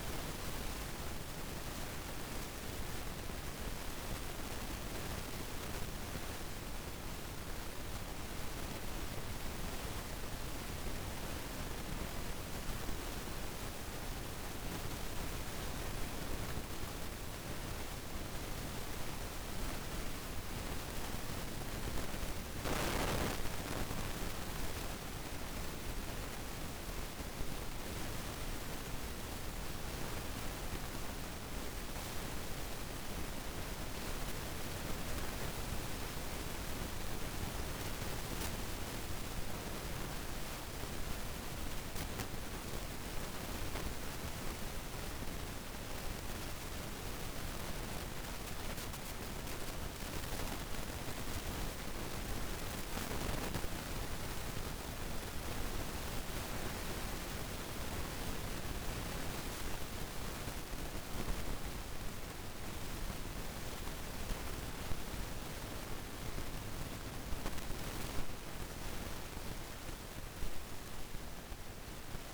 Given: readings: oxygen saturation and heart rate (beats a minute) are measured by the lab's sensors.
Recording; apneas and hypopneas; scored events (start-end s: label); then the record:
breathing in sleep, hard to hear, by a room microphone; 1
10.50-31.50 s: oxygen desaturation (device-marked, oxygen 94% before, 91% lowest, heart rate 56 before, 55 extreme)
30.50-34.50 s: arousal
36.50-47.50 s: hypopnea (oxygen 96% before, 89% lowest, heart rate 56 before, 54 extreme, up 3 after)
39.50-45.50 s: oxygen desaturation (device-marked, oxygen 96% before, 92% lowest, heart rate 56 before, 54 extreme)
50.00-54.00 s: arousal
56.50-70.50 s: oxygen desaturation (device-marked, oxygen 94% before, 89% lowest, heart rate 56 before, 52 extreme)
From the record:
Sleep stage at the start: N2 (light sleep); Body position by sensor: on the back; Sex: female